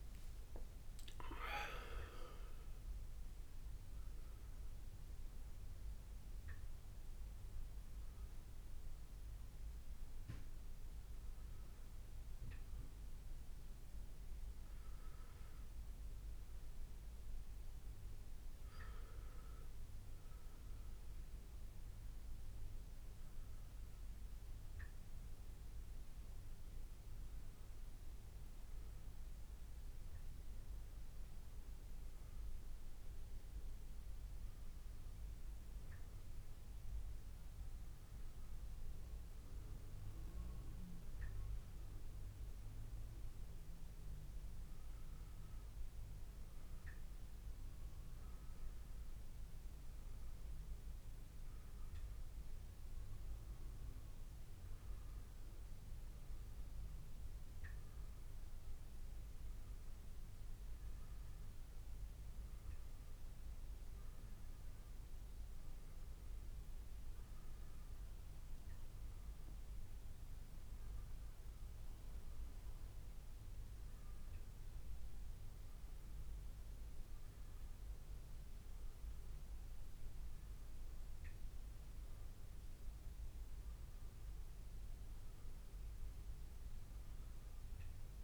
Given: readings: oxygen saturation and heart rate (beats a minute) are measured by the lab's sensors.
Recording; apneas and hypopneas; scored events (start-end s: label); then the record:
breathing in sleep, hard to hear, by a room microphone; none
0.00-1.00 s: arousal
From the record:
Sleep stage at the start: N1 (lightest sleep); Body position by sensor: on the back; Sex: male